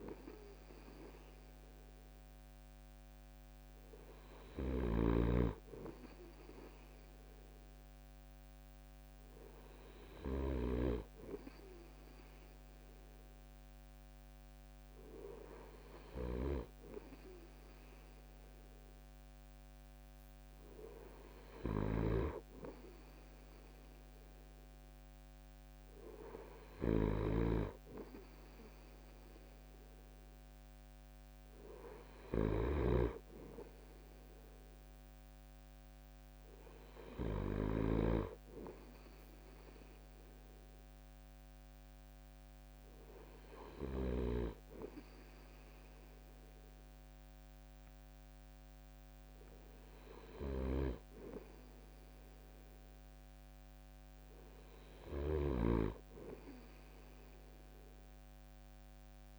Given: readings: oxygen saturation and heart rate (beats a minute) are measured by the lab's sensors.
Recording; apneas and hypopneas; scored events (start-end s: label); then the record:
breathing in sleep by a microphone on the trachea; none
0.00-37.50 s: snoring (device-marked)
From the record:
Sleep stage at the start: N2 (light sleep); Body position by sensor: on the right side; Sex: male